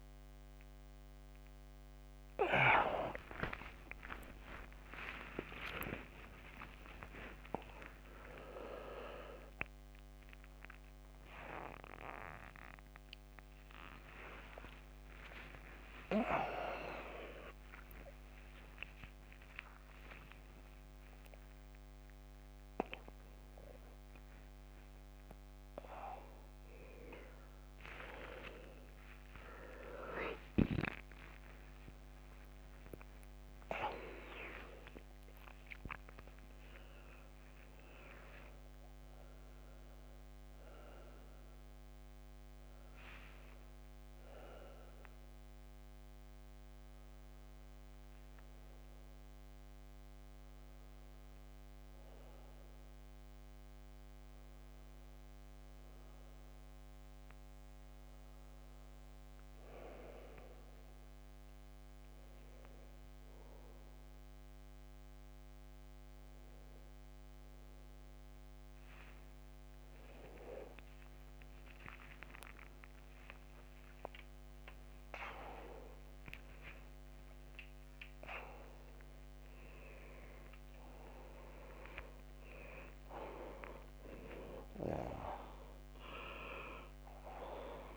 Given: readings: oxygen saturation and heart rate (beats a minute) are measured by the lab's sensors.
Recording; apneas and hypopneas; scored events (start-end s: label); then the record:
a person awake in a sleep study, by a microphone on the trachea; none
0.00-11.50 s: oxygen desaturation (device-marked, oxygen 93% lowest, heart rate 83 extreme)
0.50-30.50 s: new sleep stage, awake
4.00-6.00 s: long interval between heartbeats (device-marked, heart rate 73 before, 106 extreme)
6.00-8.00 s: long interval between heartbeats (device-marked, heart rate 77 before, 135 extreme)
8.00-10.00 s: long interval between heartbeats (device-marked, heart rate 83 before, 155 extreme)
12.00-14.00 s: long interval between heartbeats (device-marked, heart rate 99 before, 127 extreme)
15.50-17.50 s: long interval between heartbeats (device-marked, heart rate 110 before, 123 extreme)
18.50-20.50 s: long interval between heartbeats (device-marked, heart rate 118 before, 147 extreme)
21.00-23.00 s: long interval between heartbeats (device-marked, heart rate 126 before, 163 extreme)
24.50-26.50 s: long interval between heartbeats (device-marked, heart rate 143 before, 170 extreme)
27.50-29.50 s: long interval between heartbeats (device-marked, heart rate 149 before, 130 extreme)
30.50-60.50 s: new sleep stage, N2 (light sleep)
31.50-33.50 s: long interval between heartbeats (device-marked, heart rate 146 before, 108 extreme)
40.50-49.50 s: oxygen desaturation (device-marked, oxygen 97% before, 92% lowest, heart rate 136 before, 96 extreme)
60.50-87.97 s: new sleep stage, awake
70.00-72.00 s: long interval between heartbeats (device-marked, heart rate 97 before, 107 extreme)
73.00-75.00 s: long interval between heartbeats (device-marked, heart rate 99 before, 107 extreme)
75.50-77.50 s: long interval between heartbeats (device-marked, heart rate 101 before, 116 extreme)
78.00-80.00 s: long interval between heartbeats (device-marked, heart rate 103 before, 113 extreme)
83.00-85.00 s: long interval between heartbeats (device-marked, heart rate 108 before, 110 extreme)
85.50-87.50 s: long interval between heartbeats (device-marked, heart rate 110 before, 113 extreme)
From the record:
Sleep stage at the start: N2 (light sleep); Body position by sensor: upright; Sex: male